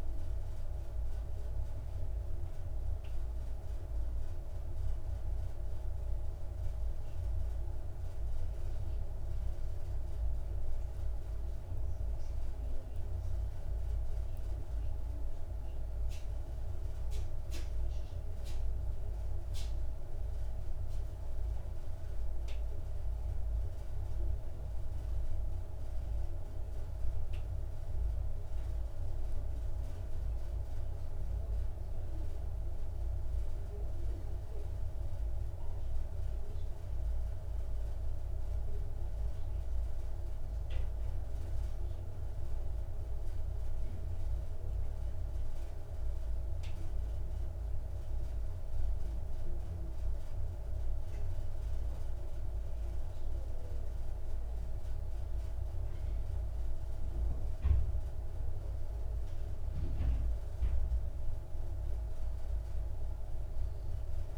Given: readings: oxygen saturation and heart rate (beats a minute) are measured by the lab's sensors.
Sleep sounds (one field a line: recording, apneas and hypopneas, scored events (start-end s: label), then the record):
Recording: breathing in sleep, hard to hear, by a room microphone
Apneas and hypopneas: none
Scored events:
21.00-64.38 s: new sleep stage, N2 (light sleep)
From the record:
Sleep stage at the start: N1 (lightest sleep)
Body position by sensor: on the left side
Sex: male